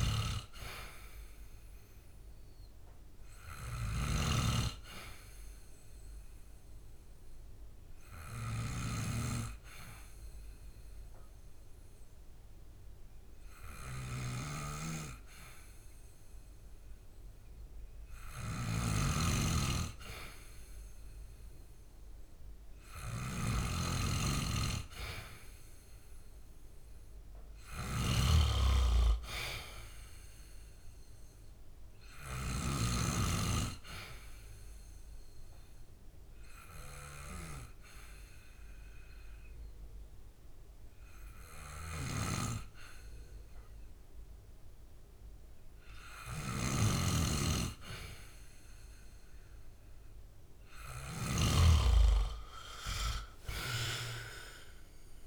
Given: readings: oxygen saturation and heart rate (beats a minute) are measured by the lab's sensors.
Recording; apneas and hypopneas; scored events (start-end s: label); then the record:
breathing in sleep by a room microphone; 2
0.00-4.00 s: snoring (device-marked)
0.50-4.00 s: arousal
7.00-19.00 s: obstructive apnea (oxygen 98% before, 92% lowest, heart rate 67 before, 66 extreme, up 3 after)
8.00-21.00 s: oxygen desaturation (device-marked, oxygen 98% before, 93% lowest, heart rate 67 before, 66 extreme)
18.00-32.50 s: snoring (device-marked)
21.50-26.00 s: arousal
34.00-52.00 s: oxygen desaturation (device-marked, oxygen 97% before, 92% lowest, heart rate 68 before, 66 extreme)
34.50-46.50 s: obstructive apnea (oxygen 97% before, 90% lowest, heart rate 68 before, 66 extreme, up 2 after)
41.50-51.50 s: snoring (device-marked)
49.50-53.50 s: arousal
From the record:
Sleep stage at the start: N2 (light sleep); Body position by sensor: on the back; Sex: male